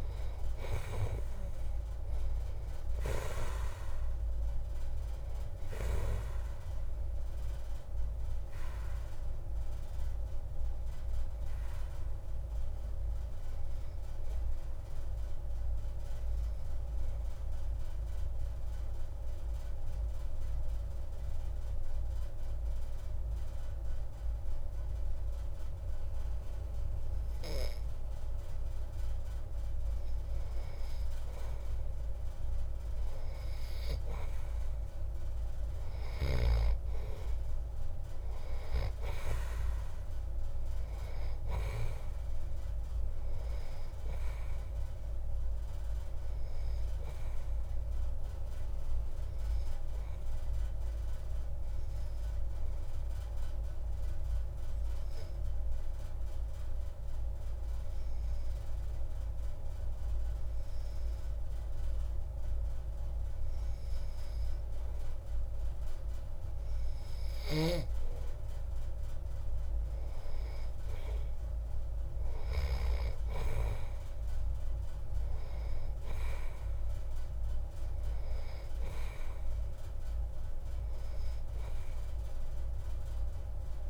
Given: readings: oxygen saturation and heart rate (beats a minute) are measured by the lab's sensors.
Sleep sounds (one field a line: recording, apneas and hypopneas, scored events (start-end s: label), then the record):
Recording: breathing in sleep by a room microphone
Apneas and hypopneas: 2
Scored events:
14.50-29.00 s: obstructive apnea (oxygen 97% before, 92% lowest)
15.50-25.50 s: oxygen desaturation (device-marked, oxygen 95% before, 92% lowest)
31.00-34.50 s: arousal
51.00-66.00 s: obstructive apnea (oxygen 97% before, 92% lowest)
70.00-73.50 s: arousal
From the record:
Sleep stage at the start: N2 (light sleep)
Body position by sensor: on the back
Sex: male